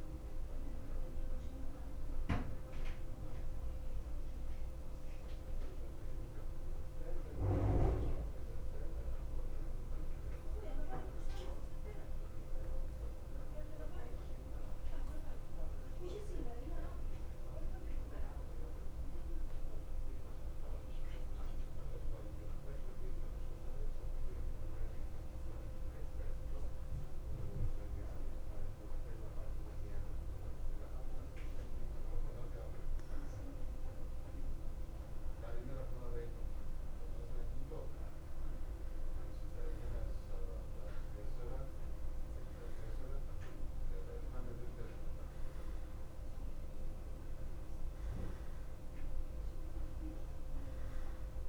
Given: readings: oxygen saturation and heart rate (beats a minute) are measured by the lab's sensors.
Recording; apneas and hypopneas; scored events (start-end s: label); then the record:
breathing in sleep by a room microphone; 1
0.00-15.00 s: oxygen desaturation (device-marked, oxygen 92% lowest, heart rate 53 extreme)
2.00-31.50 s: central apnea (oxygen 97% before, 90% lowest, heart rate 57 before, 53 extreme, up 2 after)
33.00-37.50 s: arousal
44.00-51.49 s: oxygen desaturation (device-marked, oxygen 95% before, 90% lowest, heart rate 55 before, 54 extreme)
From the record:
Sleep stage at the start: N2 (light sleep); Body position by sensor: on the back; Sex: male